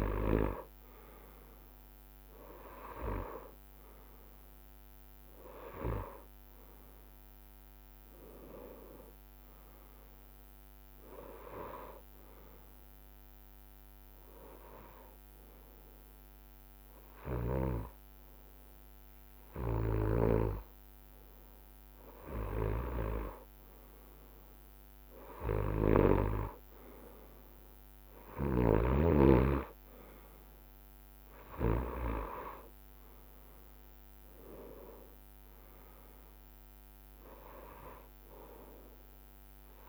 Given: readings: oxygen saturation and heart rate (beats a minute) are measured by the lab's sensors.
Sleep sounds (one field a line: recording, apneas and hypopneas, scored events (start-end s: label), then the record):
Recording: breathing in sleep by a microphone on the trachea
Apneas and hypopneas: 1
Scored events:
0.00-2.50 s: arousal
13.00-23.00 s: hypopnea (oxygen 95% before, 93% lowest, heart rate 68 before, 64 extreme, up 8 after)
18.50-20.50 s: long interval between heartbeats (device-marked, heart rate 67 before, 65 extreme)
25.00-30.00 s: arousal
From the record:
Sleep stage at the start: N2 (light sleep)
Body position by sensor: on the right side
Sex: male